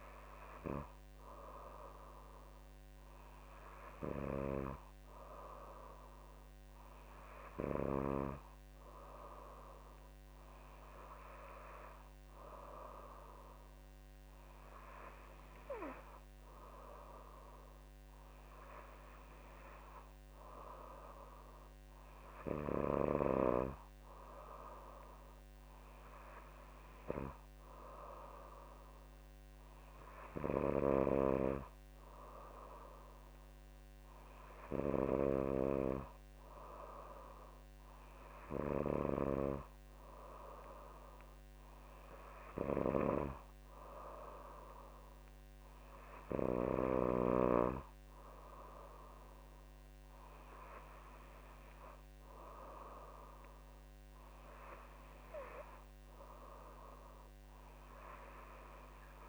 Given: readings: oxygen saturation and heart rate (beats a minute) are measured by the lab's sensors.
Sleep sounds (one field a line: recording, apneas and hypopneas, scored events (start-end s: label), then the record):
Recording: breathing in sleep by a microphone on the trachea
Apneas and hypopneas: none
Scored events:
none scored
From the record:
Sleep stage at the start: N3 (deep sleep)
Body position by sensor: on the back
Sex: female